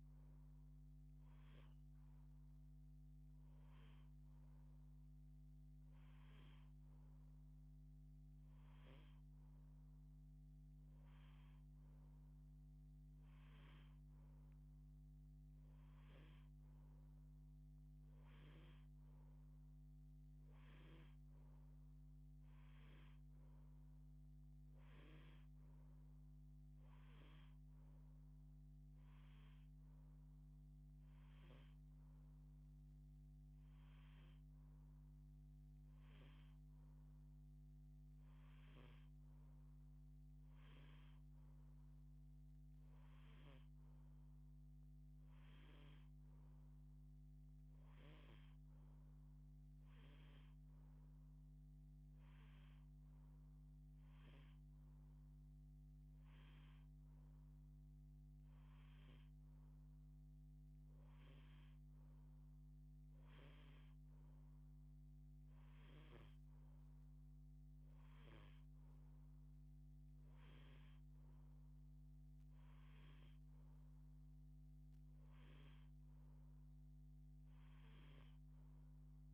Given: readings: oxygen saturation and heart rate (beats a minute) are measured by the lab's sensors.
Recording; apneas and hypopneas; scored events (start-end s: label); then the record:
breathing in sleep, hard to hear, by a microphone on the trachea; none
none scored
From the record:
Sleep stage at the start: N2 (light sleep); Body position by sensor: on the left side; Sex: female